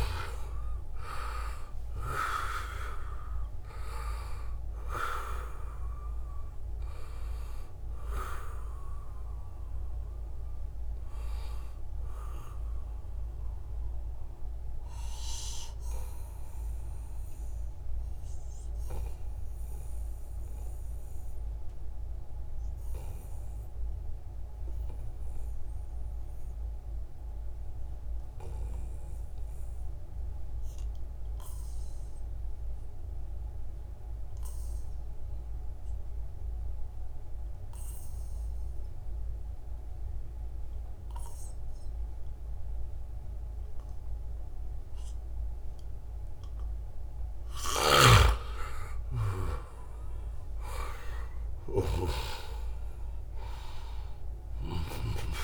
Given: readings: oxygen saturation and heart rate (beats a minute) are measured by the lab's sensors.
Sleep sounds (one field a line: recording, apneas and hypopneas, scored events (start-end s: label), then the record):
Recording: breathing in sleep by a room microphone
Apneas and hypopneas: 1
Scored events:
0.00-1.50 s: long interval between heartbeats (device-marked, heart rate 79 extreme)
0.00-22.50 s: oxygen desaturation (device-marked, oxygen 88% lowest, heart rate 69 extreme)
13.00-46.50 s: obstructive apnea (oxygen 97% before, 88% lowest, heart rate 81 before, 69 extreme, up 2 after)
44.50-55.44 s: oxygen desaturation (device-marked, oxygen 97% before, 88% lowest, heart rate 72 before, 69 extreme)
47.50-52.00 s: snoring (device-marked)
48.50-53.00 s: arousal
From the record:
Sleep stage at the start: N2 (light sleep)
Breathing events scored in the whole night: 499 in 6.2 hours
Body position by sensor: on the back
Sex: male